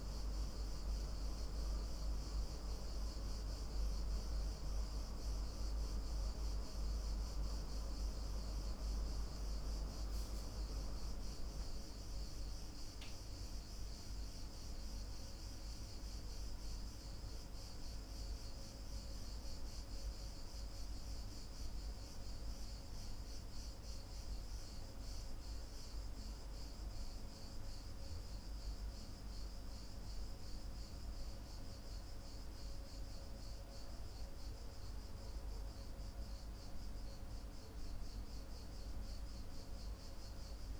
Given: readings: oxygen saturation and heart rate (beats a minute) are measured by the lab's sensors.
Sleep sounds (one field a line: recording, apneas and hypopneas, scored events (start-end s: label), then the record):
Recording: breathing in sleep, hard to hear, by a room microphone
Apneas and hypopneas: none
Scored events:
none scored
From the record:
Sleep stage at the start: N2 (light sleep)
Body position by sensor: on the back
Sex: male